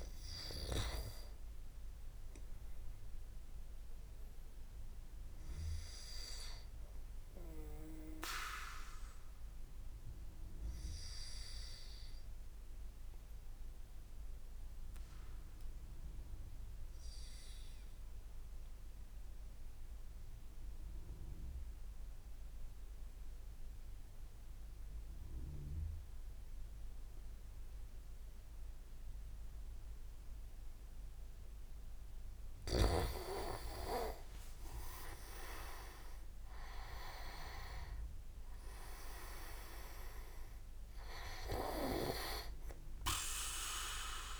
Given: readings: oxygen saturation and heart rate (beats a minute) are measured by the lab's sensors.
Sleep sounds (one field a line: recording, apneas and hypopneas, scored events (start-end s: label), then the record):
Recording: breathing in sleep by a room microphone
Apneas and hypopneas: 1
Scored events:
0.00-7.50 s: oxygen desaturation (device-marked, oxygen 94% lowest, heart rate 29 extreme)
4.00-30.50 s: obstructive apnea (oxygen 99% before, 93% lowest, heart rate 45 before, 29 extreme, up 11 after)
28.50-44.40 s: oxygen desaturation (device-marked, oxygen 98% before, 94% lowest, heart rate 62 before, 29 extreme)
32.50-36.50 s: arousal
From the record:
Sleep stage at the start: N2 (light sleep)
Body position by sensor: on the back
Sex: male